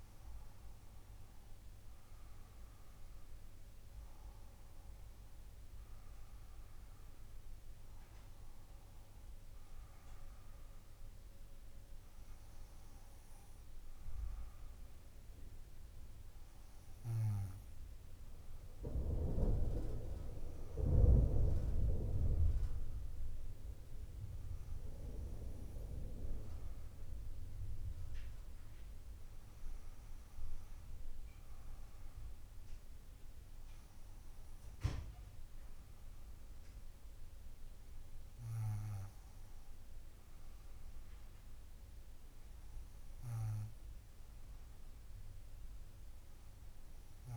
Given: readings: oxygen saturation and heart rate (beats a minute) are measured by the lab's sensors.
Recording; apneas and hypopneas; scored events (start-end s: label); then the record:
breathing in sleep by a room microphone; none
1.00-6.00 s: arousal
From the record:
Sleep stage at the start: N2 (light sleep); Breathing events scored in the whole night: 112 in 4.4 hours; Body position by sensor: on the back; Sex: female